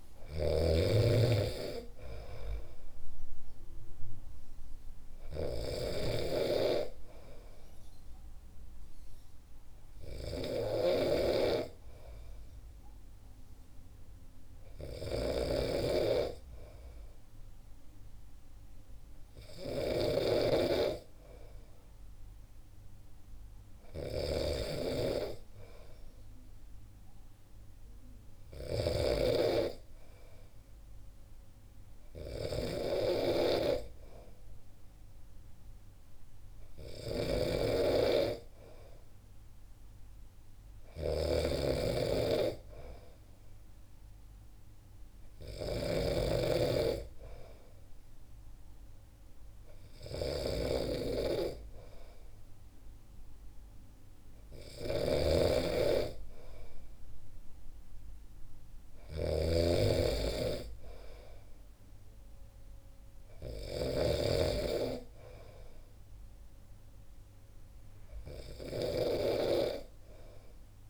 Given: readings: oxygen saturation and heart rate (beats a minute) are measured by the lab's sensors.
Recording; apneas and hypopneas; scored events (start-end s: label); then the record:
breathing in sleep by a room microphone; none
0.00-6.00 s: snoring (device-marked)
15.00-70.90 s: snoring (device-marked)
From the record:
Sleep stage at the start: N2 (light sleep); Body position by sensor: on the back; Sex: male